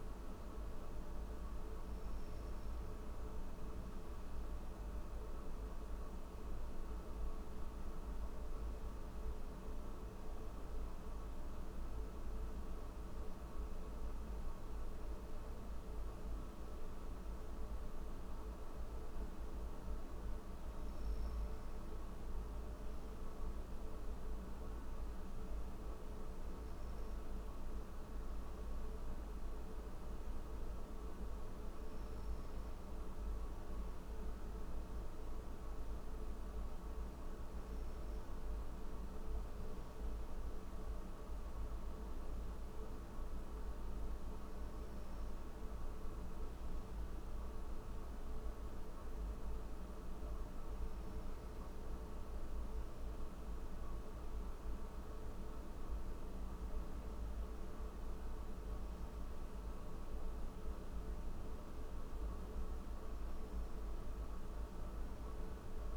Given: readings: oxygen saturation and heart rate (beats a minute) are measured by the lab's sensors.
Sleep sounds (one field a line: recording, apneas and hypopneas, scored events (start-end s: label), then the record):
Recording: breathing in sleep, hard to hear, by a room microphone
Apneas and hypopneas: none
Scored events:
none scored
From the record:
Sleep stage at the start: N3 (deep sleep)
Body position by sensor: on the back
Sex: male